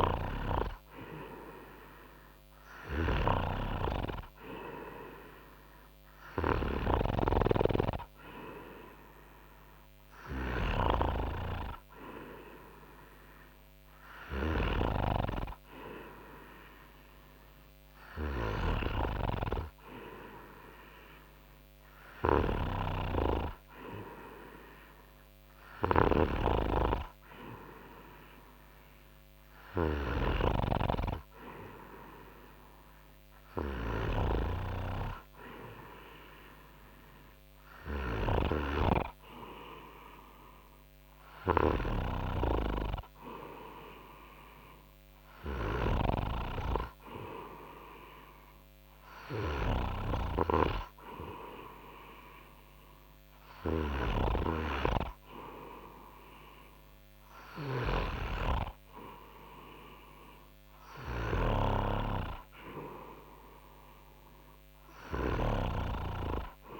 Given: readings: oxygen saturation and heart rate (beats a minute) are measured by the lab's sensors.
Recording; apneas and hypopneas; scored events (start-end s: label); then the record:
breathing in sleep by a microphone on the trachea; none
26.50-31.00 s: snoring (device-marked)
From the record:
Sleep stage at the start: N3 (deep sleep); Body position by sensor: on the front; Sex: male